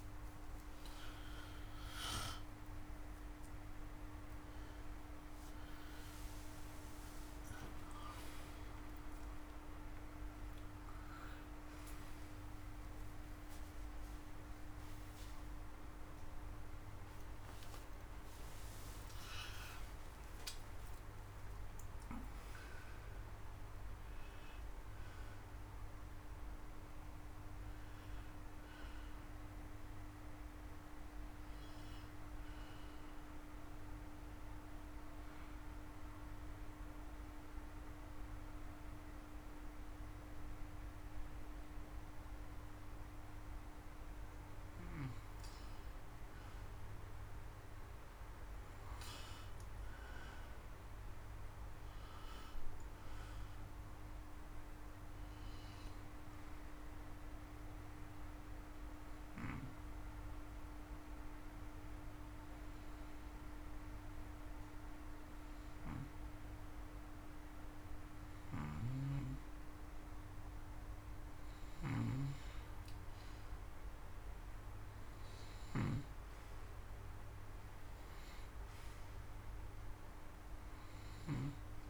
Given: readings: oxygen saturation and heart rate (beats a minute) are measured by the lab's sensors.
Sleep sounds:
breathing in sleep by a room microphone; 2
1.00-6.50 s: arousal
20.50-25.50 s: arousal
34.00-44.50 s: obstructive apnea (oxygen 98% before, 92% lowest, heart rate 145 before, 52 extreme, up 18 after)
45.00-49.50 s: arousal
49.00-62.00 s: oxygen desaturation (device-marked, oxygen 97% before, 92% lowest, heart rate 134 before, 52 extreme)
57.50-69.50 s: hypopnea (oxygen 98% before, 91% lowest, heart rate 105 before, 70 extreme, up 25 after)
68.00-81.90 s: snoring (device-marked)
71.50-75.50 s: arousal
77.00-81.90 s: oxygen desaturation (device-marked, oxygen 96% before, 92% lowest, heart rate 99 before, 39 extreme)
From the record:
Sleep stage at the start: N2 (light sleep); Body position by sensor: on the front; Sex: male

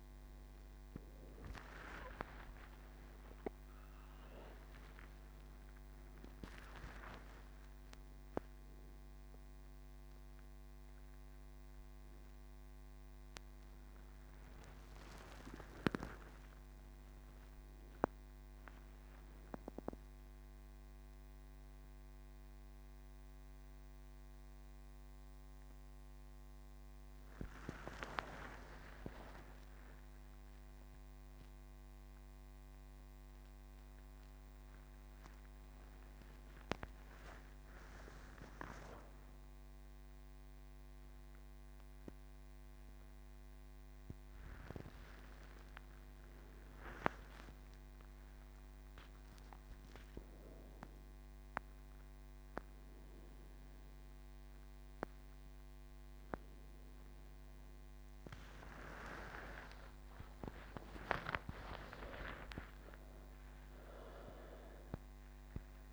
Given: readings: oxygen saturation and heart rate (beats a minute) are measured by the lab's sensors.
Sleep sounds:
breathing in sleep by a microphone on the trachea; none
none scored
From the record:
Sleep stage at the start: N1 (lightest sleep); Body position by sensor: on the back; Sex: female

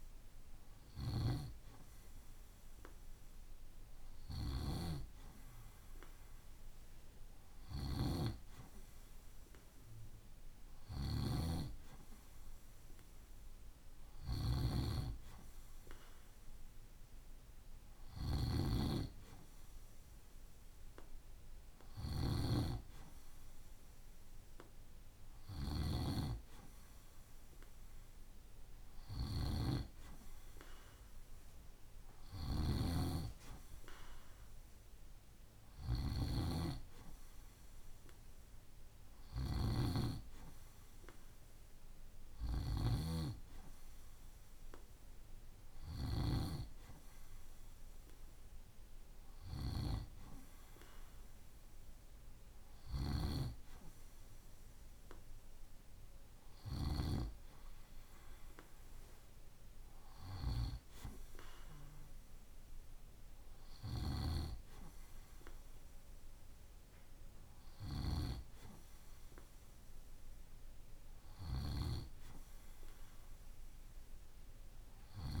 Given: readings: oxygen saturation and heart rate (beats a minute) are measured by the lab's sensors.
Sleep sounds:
breathing in sleep by a room microphone; none
0.00-4.00 s: snoring (device-marked)
10.00-56.00 s: snoring (device-marked)
70.50-75.40 s: snoring (device-marked)
From the record:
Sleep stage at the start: N2 (light sleep); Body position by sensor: on the right side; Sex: male

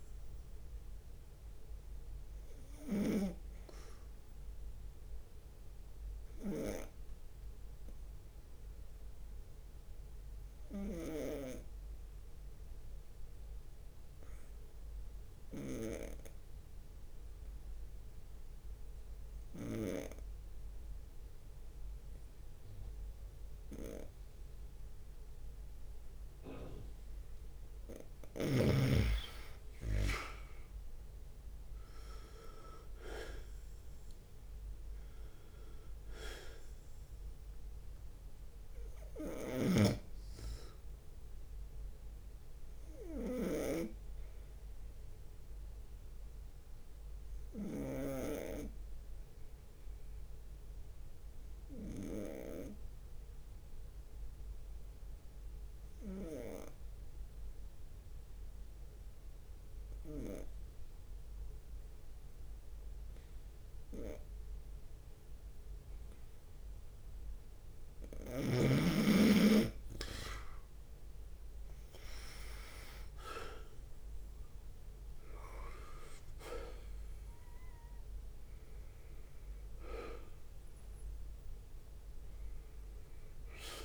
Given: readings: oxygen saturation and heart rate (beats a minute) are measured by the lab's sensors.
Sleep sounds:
breathing in sleep by a room microphone; 2
0.00-3.00 s: drop in pulse transit time (device-marked, heart rate 66 extreme)
0.00-18.00 s: oxygen desaturation (device-marked, oxygen 92% lowest, heart rate 64 extreme)
4.50-28.00 s: obstructive apnea (oxygen 98% before, 92% lowest, heart rate 67 before, 64 extreme, up 6 after)
27.50-28.50 s: leg movement (device-marked)
29.00-44.00 s: drop in pulse transit time (device-marked, heart rate 66 before, 65 extreme)
29.50-33.50 s: arousal
32.50-33.50 s: leg movement (device-marked)
35.00-57.00 s: oxygen desaturation (device-marked, oxygen 97% before, 93% lowest, heart rate 67 before, 63 extreme)
40.00-48.50 s: snoring (device-marked)
43.50-68.00 s: obstructive apnea (oxygen 98% before, 92% lowest, heart rate 68 before, 63 extreme, up 4 after)
70.50-75.50 s: arousal
71.00-83.85 s: drop in pulse transit time (device-marked, heart rate 66 before, 66 extreme)
72.50-74.00 s: leg movement (device-marked)
73.00-83.85 s: oxygen desaturation (device-marked, oxygen 97% before, 92% lowest, heart rate 66 before, 63 extreme)
From the record:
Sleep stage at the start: N2 (light sleep); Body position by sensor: on the right side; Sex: male

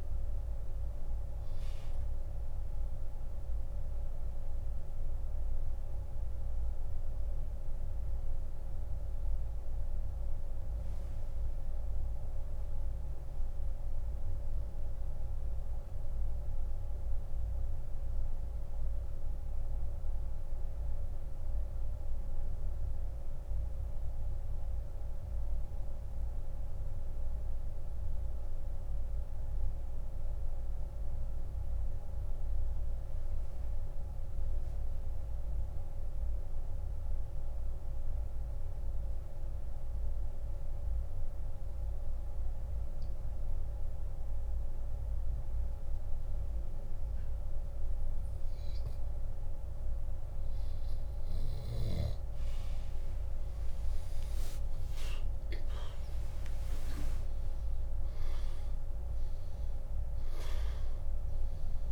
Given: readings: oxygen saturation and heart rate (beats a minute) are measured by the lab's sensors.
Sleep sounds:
breathing in sleep, hard to hear, by a room microphone; 1
2.00-44.00 s: oxygen desaturation (device-marked, oxygen 94% before, 87% lowest, heart rate 86 before, 48 extreme)
6.00-51.00 s: mixed apnea (oxygen 97% before, 84% lowest, heart rate 85 before, 26 extreme, up 16 after)
53.00-61.92 s: oxygen desaturation (device-marked, oxygen 98% before, 84% lowest, heart rate 73 before, 26 extreme)
53.50-57.00 s: arousal
From the record:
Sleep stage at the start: N2 (light sleep); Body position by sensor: on the back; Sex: male

